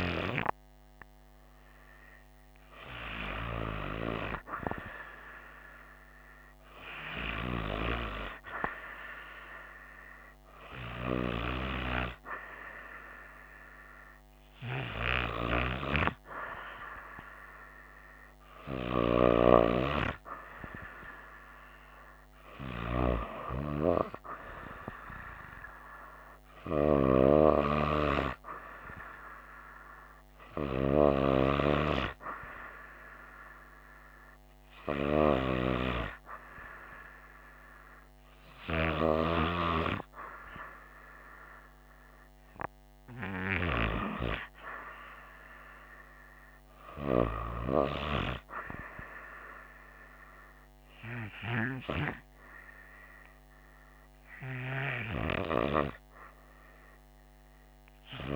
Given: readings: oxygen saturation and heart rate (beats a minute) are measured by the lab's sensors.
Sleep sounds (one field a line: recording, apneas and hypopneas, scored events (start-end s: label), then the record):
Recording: breathing in sleep by a microphone on the trachea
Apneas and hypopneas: none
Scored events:
none scored
From the record:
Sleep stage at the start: N2 (light sleep)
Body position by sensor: on the right side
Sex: female